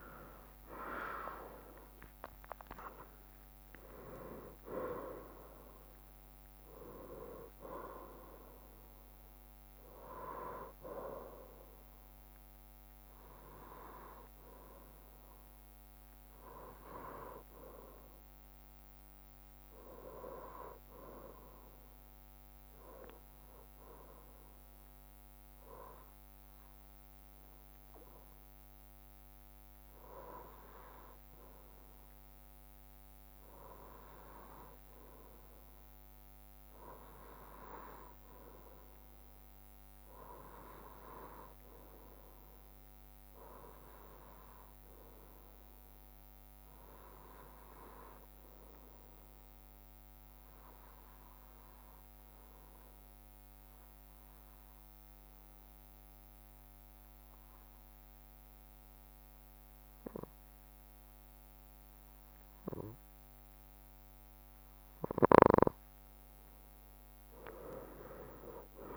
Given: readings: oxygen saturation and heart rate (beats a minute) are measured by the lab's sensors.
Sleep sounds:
breathing in sleep by a microphone on the trachea; 2
0.00-1.50 s: arousal
0.00-8.50 s: oxygen desaturation (device-marked, oxygen 91% lowest, heart rate 53 extreme)
0.00-9.50 s: drop in pulse transit time (device-marked, heart rate 58 extreme)
23.00-34.00 s: hypopnea (oxygen 93% before, 92% lowest, heart rate 65 before, 61 extreme, up 0 after)
38.00-42.00 s: arousal
51.00-64.00 s: obstructive apnea (oxygen 98% before, 93% lowest, heart rate 64 before, 64 extreme, up 2 after)
67.50-68.97 s: drop in pulse transit time (device-marked, heart rate 66 before, 64 extreme)
From the record:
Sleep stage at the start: N2 (light sleep); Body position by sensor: on the right side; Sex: male

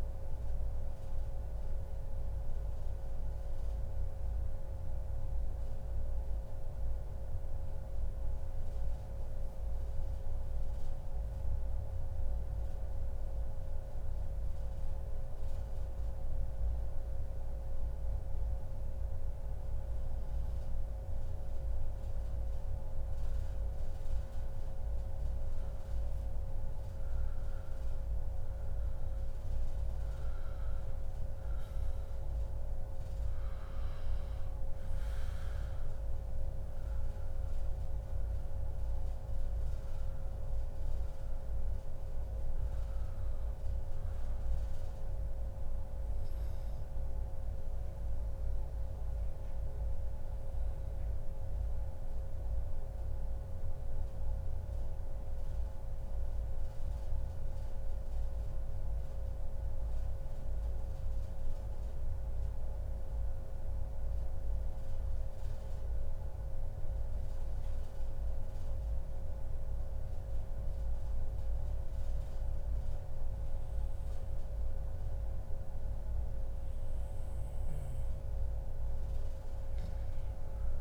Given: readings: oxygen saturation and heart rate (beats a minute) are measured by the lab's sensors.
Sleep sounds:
breathing in sleep, hard to hear, by a room microphone; 2
1.00-21.50 s: mixed apnea (oxygen 95% before, 90% lowest, heart rate 142 before, 101 extreme, up 18 after)
18.00-20.00 s: long interval between heartbeats (device-marked, heart rate 120 before, 101 extreme)
24.50-28.50 s: arousal
26.00-28.00 s: long interval between heartbeats (device-marked, heart rate 110 before, 115 extreme)
34.50-49.50 s: oxygen desaturation (device-marked, oxygen 97% before, 93% lowest, heart rate 110 before, 136 extreme)
47.50-76.00 s: mixed apnea (oxygen 98% before, 91% lowest, heart rate 126 before, 140 extreme, up 0 after)
77.50-80.81 s: oxygen desaturation (device-marked, oxygen 97% before, 91% lowest, heart rate 143 before, 92 extreme)
78.50-80.81 s: arousal
From the record:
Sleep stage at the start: N2 (light sleep); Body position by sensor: on the back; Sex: male

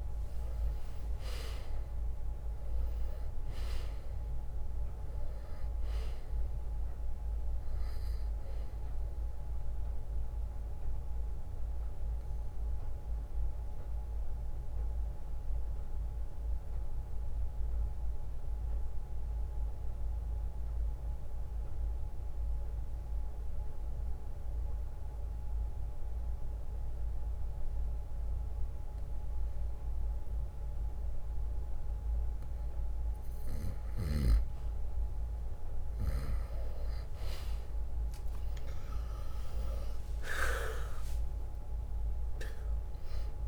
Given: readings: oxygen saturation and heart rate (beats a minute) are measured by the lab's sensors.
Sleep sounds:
breathing in sleep by a room microphone; 1
0.00-3.00 s: arousal
0.00-12.00 s: drop in pulse transit time (device-marked, heart rate 60 before, 61 extreme)
3.00-5.00 s: long interval between heartbeats (device-marked, heart rate 60 before, 61 extreme)
4.00-29.00 s: oxygen desaturation (device-marked, oxygen 97% before, 90% lowest, heart rate 60 before, 57 extreme)
11.00-33.00 s: obstructive apnea (oxygen 97% before, 90% lowest, heart rate 61 before, 57 extreme, up 13 after)
14.00-27.00 s: bradycardia (device-marked, heart rate 67 before, 57 extreme)
37.00-41.50 s: arousal
37.00-43.48 s: drop in pulse transit time (device-marked, heart rate 59 before, 63 extreme)
37.00-43.48 s: oxygen desaturation (device-marked, oxygen 98% before, 92% lowest, heart rate 59 before, 53 extreme)
40.00-42.00 s: long interval between heartbeats (device-marked, heart rate 60 before, 68 extreme)
From the record:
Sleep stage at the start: N2 (light sleep); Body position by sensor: on the right side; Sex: male

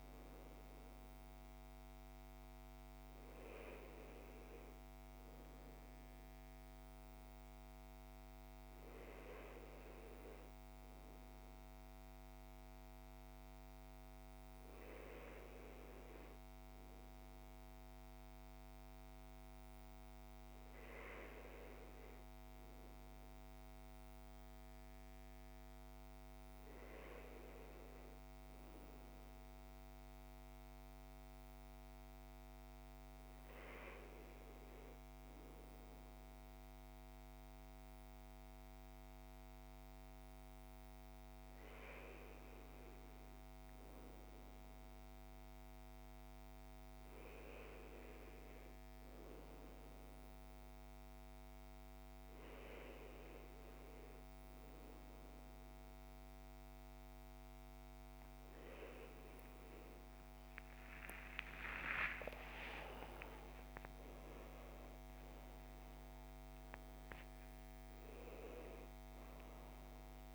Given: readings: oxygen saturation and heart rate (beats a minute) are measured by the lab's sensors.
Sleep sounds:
breathing in sleep by a microphone on the trachea; none
60.50-64.50 s: arousal
From the record:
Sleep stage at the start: N1 (lightest sleep); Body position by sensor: on the back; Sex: male

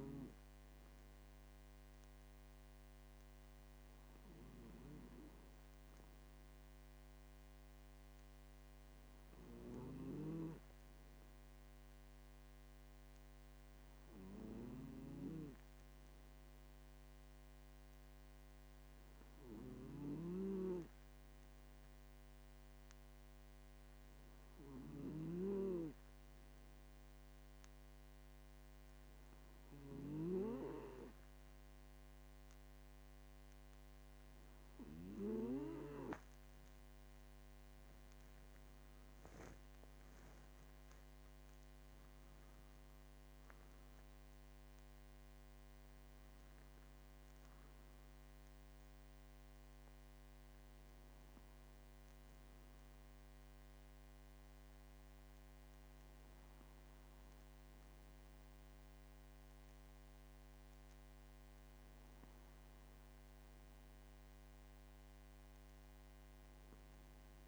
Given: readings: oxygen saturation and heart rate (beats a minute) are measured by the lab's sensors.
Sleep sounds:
a person awake in a sleep study, by a microphone on the trachea; none
9.50-35.50 s: snoring (device-marked)
From the record:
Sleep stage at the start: awake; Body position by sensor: on the left side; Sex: male

